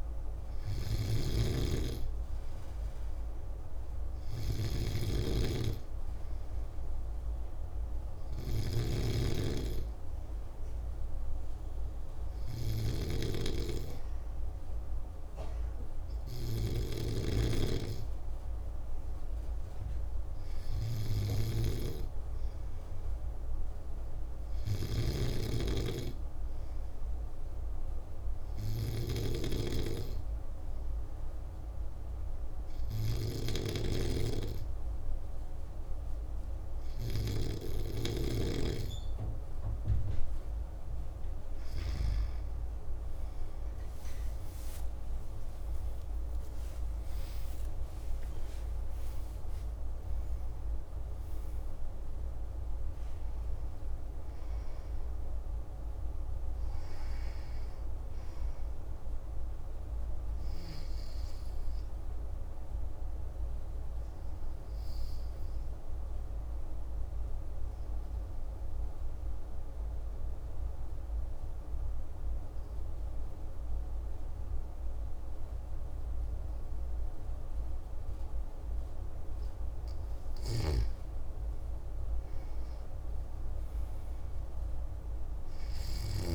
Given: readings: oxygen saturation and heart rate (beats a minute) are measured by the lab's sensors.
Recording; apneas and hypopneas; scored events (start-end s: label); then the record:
breathing in sleep by a room microphone; 2
0.00-37.50 s: snoring (device-marked)
25.50-39.00 s: hypopnea (oxygen 96% before, 94% lowest)
44.00-50.00 s: arousal
58.50-79.50 s: obstructive apnea (oxygen 96% before, 95% lowest)
80.00-86.00 s: snoring (device-marked)
82.50-85.50 s: arousal
From the record:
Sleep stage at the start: N2 (light sleep); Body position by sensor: on the back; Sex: male